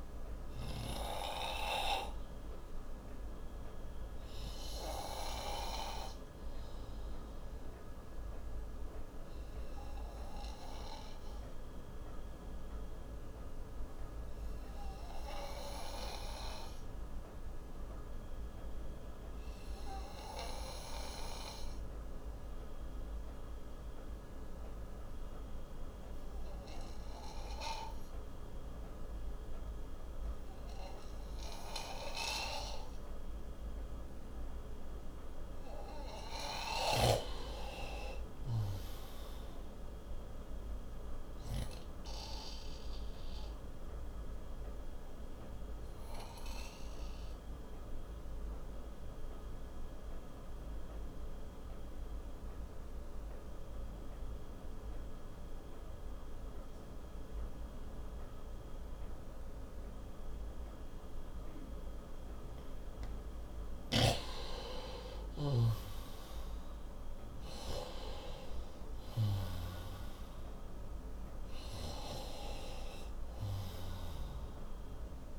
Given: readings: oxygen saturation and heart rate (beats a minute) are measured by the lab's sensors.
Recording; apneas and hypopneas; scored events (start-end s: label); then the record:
breathing in sleep by a room microphone; 2
2.00-34.00 s: obstructive apnea (oxygen 96% before, 88% lowest, heart rate 63 before, 57 extreme, up 3 after)
3.00-22.00 s: oxygen desaturation (device-marked, oxygen 95% before, 89% lowest, heart rate 63 before, 57 extreme)
36.00-39.00 s: arousal
38.00-65.00 s: oxygen desaturation (device-marked, oxygen 96% before, 89% lowest, heart rate 62 before, 56 extreme)
42.50-62.00 s: obstructive apnea (oxygen 97% before, 88% lowest, heart rate 62 before, 58 extreme, up 10 after)
65.50-69.00 s: arousal
From the record:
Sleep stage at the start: N2 (light sleep); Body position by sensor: on the right side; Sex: male